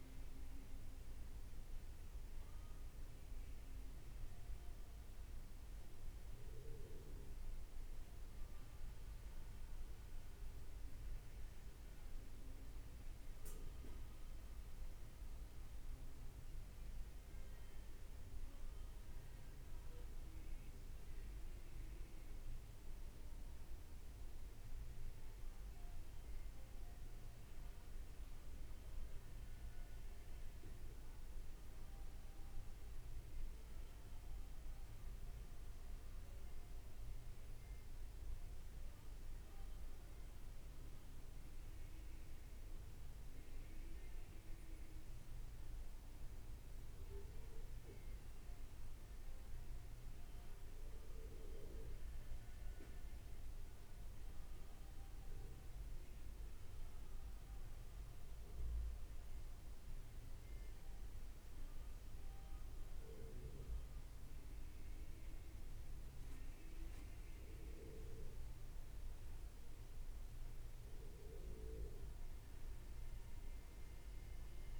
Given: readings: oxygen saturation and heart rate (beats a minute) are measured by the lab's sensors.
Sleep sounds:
breathing in sleep, hard to hear, by a room microphone; none
none scored
From the record:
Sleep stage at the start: N1 (lightest sleep); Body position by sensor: on the right side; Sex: male

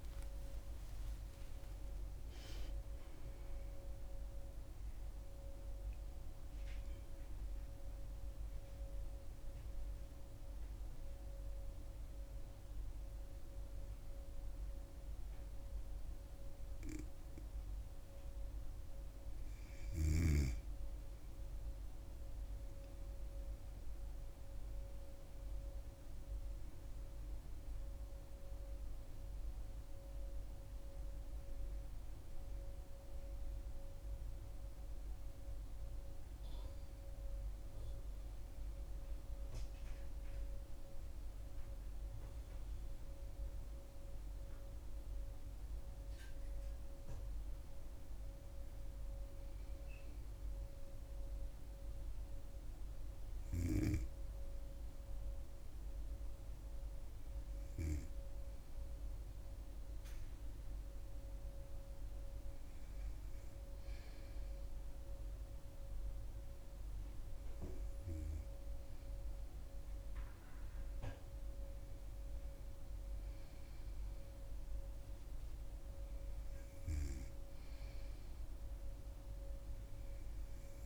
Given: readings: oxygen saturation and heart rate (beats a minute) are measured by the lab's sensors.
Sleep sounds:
breathing in sleep, hard to hear, by a room microphone; 2
8.50-19.50 s: obstructive apnea (oxygen 97% before, 96% lowest, heart rate 109 before, 74 extreme, up 6 after)
22.00-24.50 s: arousal
28.00-39.00 s: oxygen desaturation (device-marked, oxygen 99% before, 96% lowest, heart rate 83 before, 74 extreme)
43.50-47.00 s: arousal
51.00-62.00 s: hypopnea (oxygen 99% before, 95% lowest, heart rate 78 before, 72 extreme, up 1 after)
63.50-67.00 s: arousal
From the record:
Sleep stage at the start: N2 (light sleep); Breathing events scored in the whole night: 179 in 5.8 hours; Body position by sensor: on the back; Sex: female

